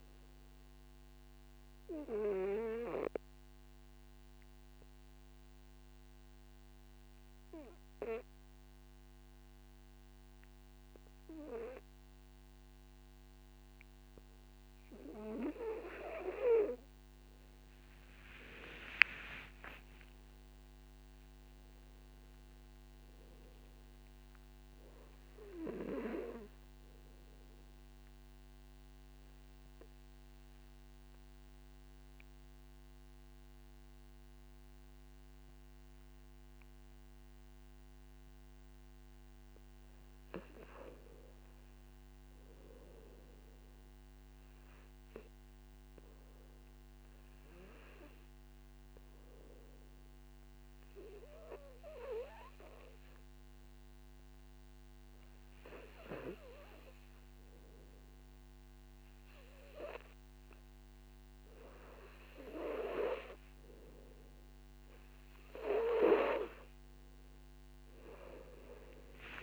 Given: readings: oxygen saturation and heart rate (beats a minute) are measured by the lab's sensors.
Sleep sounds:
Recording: breathing in sleep by a microphone on the trachea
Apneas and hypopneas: 2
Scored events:
0.50-16.00 s: obstructive apnea (oxygen 98% before, 93% lowest, heart rate 61 before, 48 extreme, up 26 after)
18.00-21.50 s: arousal
19.00-21.00 s: long interval between heartbeats (device-marked, heart rate 51 before, 65 extreme)
28.00-40.50 s: obstructive apnea (oxygen 99% before, 93% lowest, heart rate 58 before, 53 extreme, up 4 after)
44.50-48.00 s: arousal
55.50-62.50 s: oxygen desaturation (device-marked, oxygen 98% before, 94% lowest, heart rate 55 before, 57 extreme)
From the record:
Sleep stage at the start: N2 (light sleep)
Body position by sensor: on the back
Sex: male

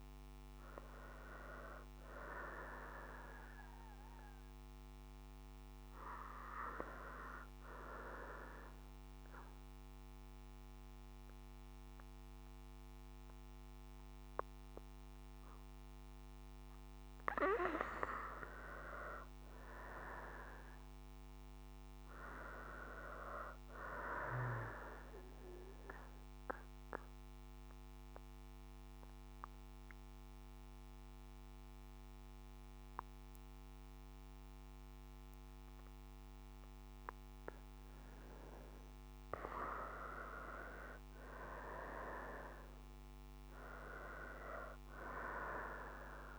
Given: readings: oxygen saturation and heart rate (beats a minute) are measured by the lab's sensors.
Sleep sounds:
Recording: breathing in sleep by a microphone on the trachea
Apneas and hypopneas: 2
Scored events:
0.00-19.00 s: oxygen desaturation (device-marked, oxygen 80% lowest, heart rate 57 extreme)
7.50-18.00 s: obstructive apnea (oxygen 90% before, 80% lowest, heart rate 64 before, 57 extreme, up 3 after)
19.00-23.00 s: arousal
26.00-37.50 s: obstructive apnea (oxygen 95% before, 82% lowest, heart rate 58 before, 56 extreme, up 4 after)
28.00-42.00 s: oxygen desaturation (device-marked, oxygen 95% before, 87% lowest, heart rate 58 before, 56 extreme)
41.00-45.00 s: arousal
From the record:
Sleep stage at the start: N2 (light sleep)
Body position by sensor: on the right side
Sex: female

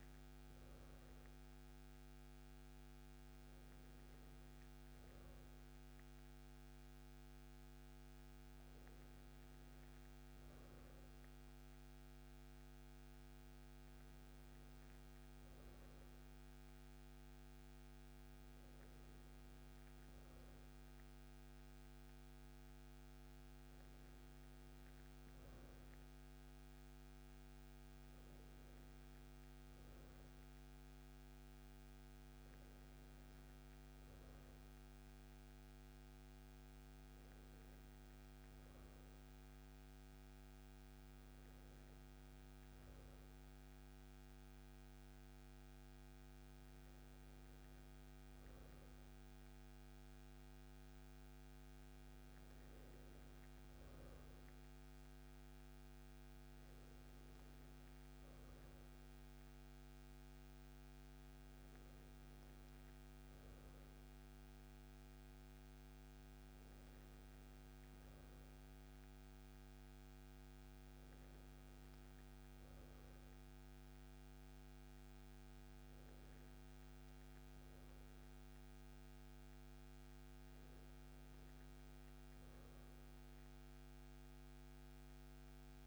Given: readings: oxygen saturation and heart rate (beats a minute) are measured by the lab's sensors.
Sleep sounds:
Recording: breathing in sleep, hard to hear, by a microphone on the trachea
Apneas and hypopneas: none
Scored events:
80.50-85.86 s: new sleep stage, awake
From the record:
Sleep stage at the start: N2 (light sleep)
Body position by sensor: on the right side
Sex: male

